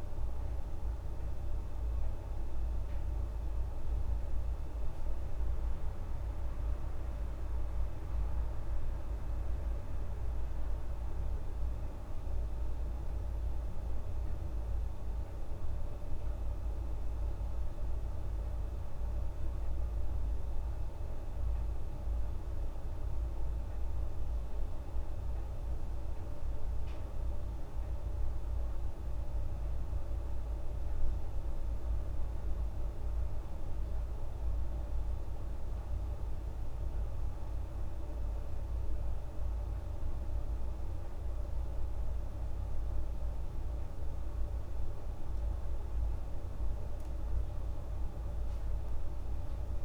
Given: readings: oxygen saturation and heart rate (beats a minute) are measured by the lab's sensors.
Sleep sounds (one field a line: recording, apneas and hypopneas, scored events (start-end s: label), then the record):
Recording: breathing in sleep, hard to hear, by a room microphone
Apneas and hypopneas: none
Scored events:
none scored
From the record:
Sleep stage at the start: N1 (lightest sleep)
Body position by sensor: on the back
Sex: female